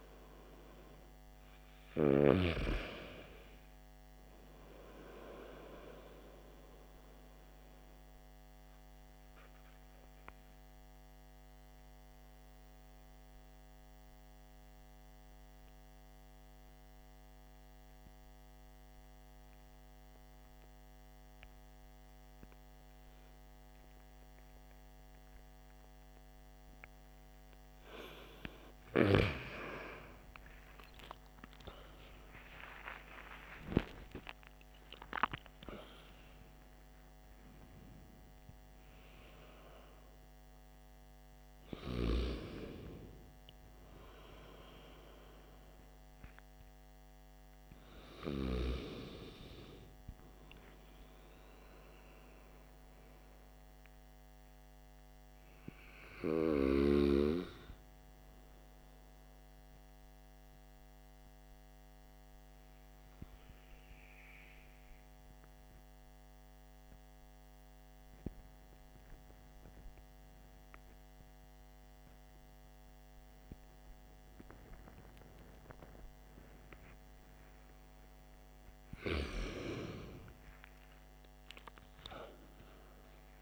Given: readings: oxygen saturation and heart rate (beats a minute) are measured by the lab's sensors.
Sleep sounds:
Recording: breathing in sleep by a microphone on the trachea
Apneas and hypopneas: 2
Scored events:
7.00-28.00 s: obstructive apnea (oxygen 95% before, 91% lowest, heart rate 58 before, 52 extreme, up 12 after)
25.00-58.00 s: oxygen desaturation (device-marked, oxygen 95% before, 91% lowest, heart rate 59 before, 50 extreme)
30.50-35.00 s: arousal
53.50-78.00 s: hypopnea (oxygen 95% before, 91% lowest, heart rate 61 before, 50 extreme, up 11 after)
74.00-83.42 s: oxygen desaturation (device-marked, oxygen 96% before, 92% lowest, heart rate 58 before, 52 extreme)
80.00-83.42 s: arousal
From the record:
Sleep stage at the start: N2 (light sleep)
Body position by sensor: on the back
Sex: male

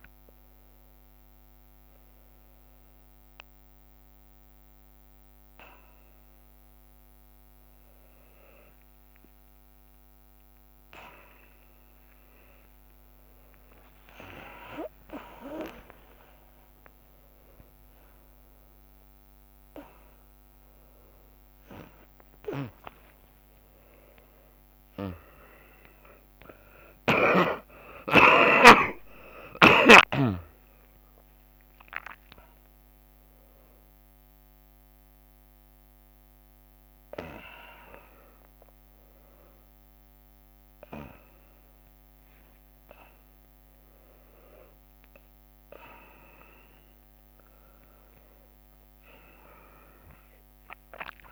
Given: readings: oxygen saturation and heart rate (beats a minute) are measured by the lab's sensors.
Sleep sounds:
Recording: a person awake in a sleep study, by a microphone on the trachea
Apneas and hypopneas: none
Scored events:
9.00 s: drop in pulse transit time (device-marked)
9.00-11.00 s: long interval between heartbeats (device-marked, heart rate 75 before, 82 extreme)
10.00-21.00 s: tachycardia (device-marked, heart rate 72 before, 158 extreme)
13.00-15.00 s: long interval between heartbeats (device-marked, heart rate 77 before, 110 extreme)
16.50-18.50 s: long interval between heartbeats (device-marked, heart rate 83 before, 147 extreme)
21.00-23.00 s: long interval between heartbeats (device-marked, heart rate 100 before, 109 extreme)
24.00-33.00 s: drop in pulse transit time (device-marked, heart rate 106 before, 84 extreme)
27.50-29.50 s: long interval between heartbeats (device-marked, heart rate 109 before, 94 extreme)
41.00-43.00 s: long interval between heartbeats (device-marked, heart rate 87 before, 87 extreme)
41.00-49.00 s: tachycardia (device-marked, heart rate 74 before, 170 extreme)
45.00-47.00 s: long interval between heartbeats (device-marked, heart rate 85 before, 147 extreme)
47.50-49.50 s: long interval between heartbeats (device-marked, heart rate 91 before, 160 extreme)
48.00-51.32 s: drop in pulse transit time (device-marked, heart rate 95 before, 69 extreme)
50.00-51.32 s: leg movement (device-marked)
From the record:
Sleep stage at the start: awake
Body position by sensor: on the back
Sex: male

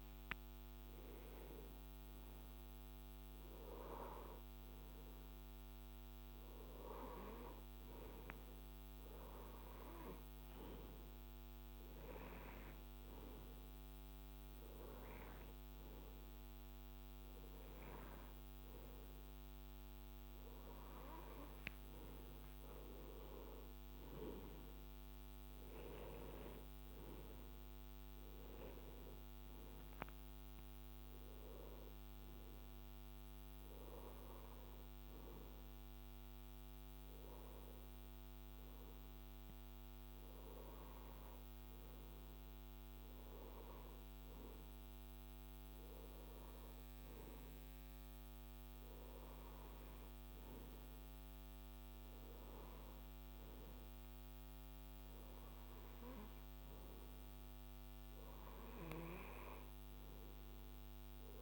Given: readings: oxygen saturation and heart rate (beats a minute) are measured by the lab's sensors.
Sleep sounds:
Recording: breathing in sleep by a microphone on the trachea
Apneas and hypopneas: none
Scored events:
none scored
From the record:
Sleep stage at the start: N2 (light sleep)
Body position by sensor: on the right side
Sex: male

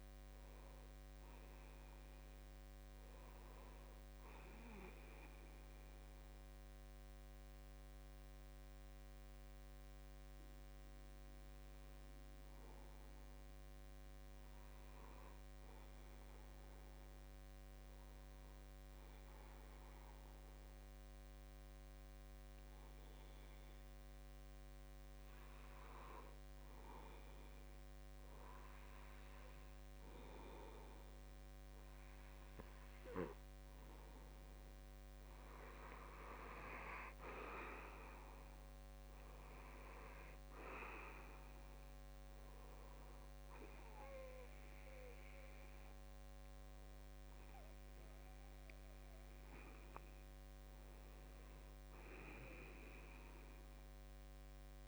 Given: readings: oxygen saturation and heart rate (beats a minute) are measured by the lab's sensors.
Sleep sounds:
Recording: breathing in sleep by a microphone on the trachea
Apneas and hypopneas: 1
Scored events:
0.00-3.50 s: arousal
4.00-44.00 s: oxygen desaturation (device-marked, oxygen 95% before, 88% lowest, heart rate 73 before, 68 extreme)
8.00-32.00 s: hypopnea (oxygen 97% before, 87% lowest, heart rate 73 before, 69 extreme, up 5 after)
16.00-54.88 s: new sleep stage, N2 (light sleep)
34.00-37.00 s: arousal
49.50-53.00 s: arousal
From the record:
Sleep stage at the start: N1 (lightest sleep)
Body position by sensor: on the back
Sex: male

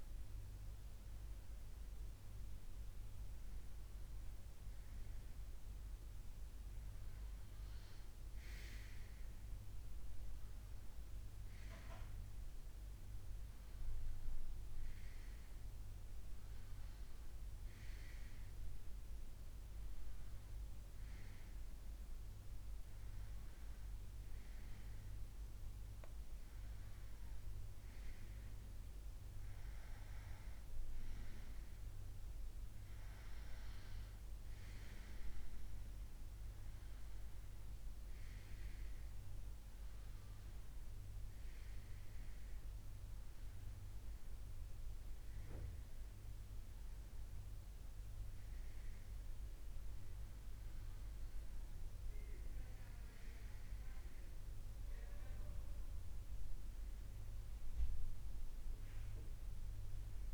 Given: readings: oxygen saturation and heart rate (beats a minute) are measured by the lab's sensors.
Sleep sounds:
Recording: breathing in sleep, hard to hear, by a room microphone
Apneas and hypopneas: none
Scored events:
none scored
From the record:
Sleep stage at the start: N2 (light sleep)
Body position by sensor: on the right side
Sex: male

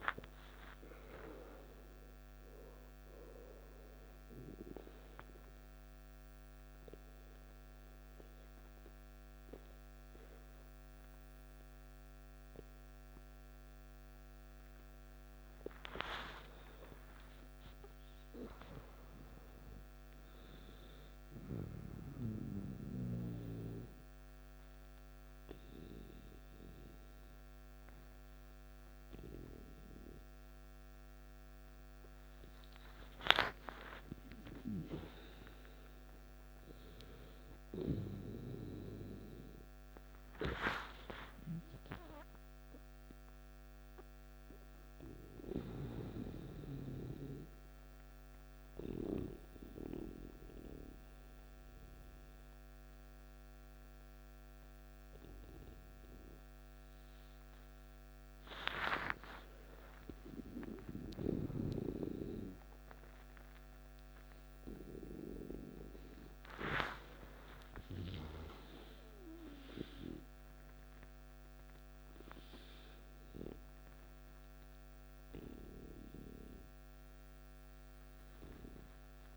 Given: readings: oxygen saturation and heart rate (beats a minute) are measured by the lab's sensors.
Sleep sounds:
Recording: breathing in sleep by a microphone on the trachea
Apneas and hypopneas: 2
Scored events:
2.50-16.50 s: oxygen desaturation (device-marked, oxygen 90% before, 84% lowest, heart rate 69 before, 55 extreme)
5.50-16.50 s: central apnea (oxygen 94% before, 84% lowest, heart rate 70 before, 55 extreme, up 12 after)
17.00-20.50 s: arousal
34.50-41.00 s: arousal
47.50-58.00 s: central apnea (oxygen 99% before, 95% lowest, heart rate 60 before, 55 extreme, up 7 after)
55.50-79.37 s: new sleep stage, N2 (light sleep)
59.50-64.50 s: arousal
72.50-79.37 s: oxygen desaturation (device-marked, oxygen 98% before, 95% lowest, heart rate 59 before, 55 extreme)
From the record:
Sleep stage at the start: N1 (lightest sleep)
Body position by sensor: on the back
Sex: male

